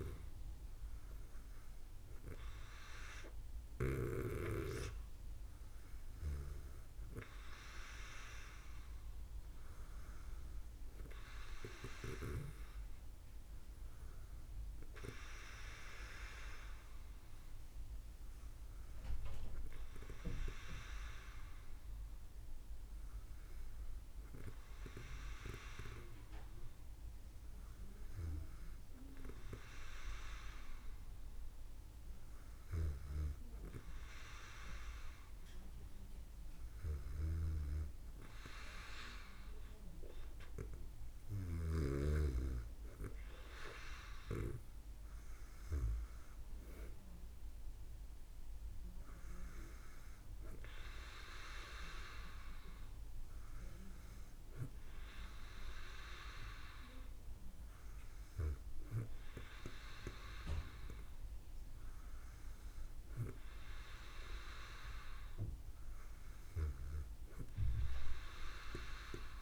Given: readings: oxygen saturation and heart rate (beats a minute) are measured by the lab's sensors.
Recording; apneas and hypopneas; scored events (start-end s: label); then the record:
breathing in sleep by a room microphone; none
none scored
From the record:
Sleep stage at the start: N2 (light sleep); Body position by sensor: on the back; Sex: female